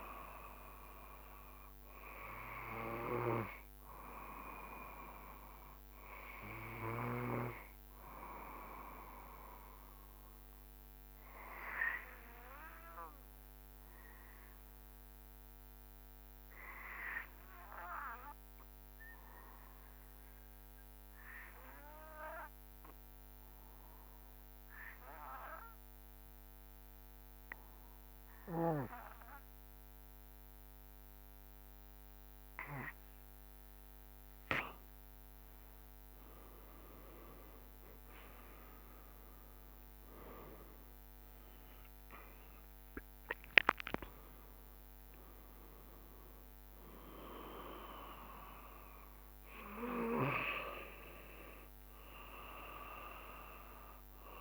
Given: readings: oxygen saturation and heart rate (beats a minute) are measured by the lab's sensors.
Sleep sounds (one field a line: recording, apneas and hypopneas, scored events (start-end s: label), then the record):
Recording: breathing in sleep by a microphone on the trachea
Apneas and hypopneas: 1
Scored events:
4.50-33.00 s: obstructive apnea (oxygen 95% before, 90% lowest, heart rate 73 before, 65 extreme, up 7 after)
29.00-54.41 s: oxygen desaturation (device-marked, oxygen 96% before, 90% lowest, heart rate 66 before, 65 extreme)
37.50-42.00 s: arousal
38.00-51.00 s: drop in pulse transit time (device-marked, heart rate 68 before, 70 extreme)
From the record:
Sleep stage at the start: N2 (light sleep)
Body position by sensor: on the back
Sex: male